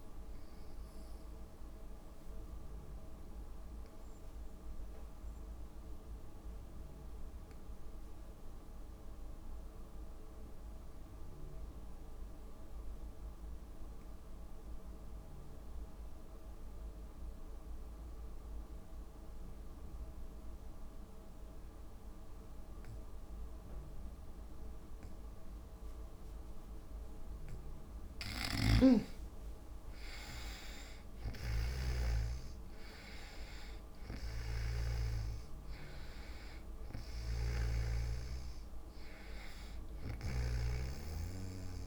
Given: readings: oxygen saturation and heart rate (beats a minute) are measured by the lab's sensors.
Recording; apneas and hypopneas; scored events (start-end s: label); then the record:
breathing in sleep by a room microphone; 1
0.00-6.00 s: oxygen desaturation (device-marked, oxygen 74% lowest, heart rate 55 extreme)
1.00-27.50 s: obstructive apnea (oxygen 96% before, 78% lowest, heart rate 68 before, 56 extreme, up 13 after)
20.00-41.87 s: oxygen desaturation (device-marked, oxygen 99% before, 78% lowest, heart rate 57 before, 57 extreme)
28.50-38.00 s: snoring (device-marked)
30.50-34.50 s: arousal
From the record:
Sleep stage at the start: N2 (light sleep); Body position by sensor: on the back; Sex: female